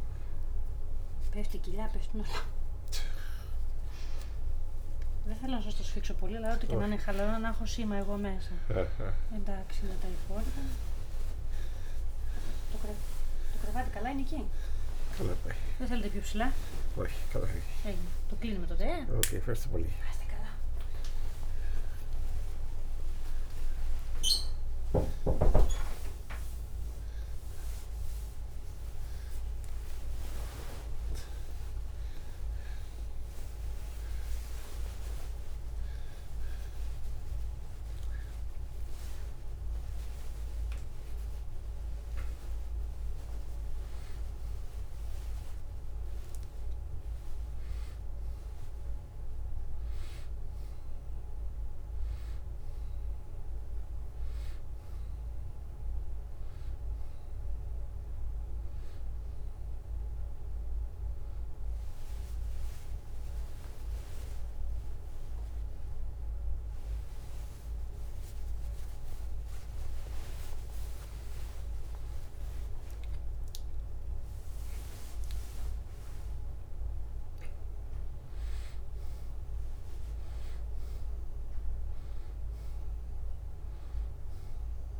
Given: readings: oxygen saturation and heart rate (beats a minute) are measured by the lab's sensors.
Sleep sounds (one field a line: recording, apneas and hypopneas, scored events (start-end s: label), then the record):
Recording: a person partly awake in a sleep study, by a room microphone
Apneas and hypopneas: none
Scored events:
0.00-12.50 s: oxygen desaturation (device-marked, oxygen 89% lowest, heart rate 86 extreme)
8.50-14.50 s: tachycardia (device-marked, heart rate 111 before, 107 extreme)
11.50-13.50 s: long interval between heartbeats (device-marked, heart rate 91 before, 106 extreme)
20.50-22.50 s: long interval between heartbeats (device-marked, heart rate 93 before, 96 extreme)
24.50-26.50 s: long interval between heartbeats (device-marked, heart rate 99 before, 144 extreme)
25.50-85.00 s: new sleep stage, N2 (light sleep)
30.00-32.00 s: long interval between heartbeats (device-marked, heart rate 111 before, 106 extreme)
33.50-35.50 s: long interval between heartbeats (device-marked, heart rate 112 before, 117 extreme)
37.50-43.50 s: tachycardia (device-marked, heart rate 112 before, 107 extreme)
40.50-42.50 s: long interval between heartbeats (device-marked, heart rate 115 before, 107 extreme)
40.50-51.50 s: drop in pulse transit time (device-marked, heart rate 115 before, 87 extreme)
50.50-52.50 s: oxygen desaturation (device-marked, oxygen 92% before, 89% lowest, heart rate 103 before, 82 extreme)
64.00-66.00 s: long interval between heartbeats (device-marked, heart rate 88 before, 90 extreme)
64.50-66.50 s: tachycardia (device-marked, heart rate 110 before, 91 extreme)
67.00-69.00 s: long interval between heartbeats (device-marked, heart rate 85 before, 99 extreme)
74.50-85.00 s: drop in pulse transit time (device-marked, heart rate 88 before, 79 extreme)
75.00-79.00 s: arousal
82.50-85.00 s: oxygen desaturation (device-marked, oxygen 93% before, 89% lowest, heart rate 89 before, 77 extreme)
From the record:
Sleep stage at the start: awake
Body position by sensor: on the back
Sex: male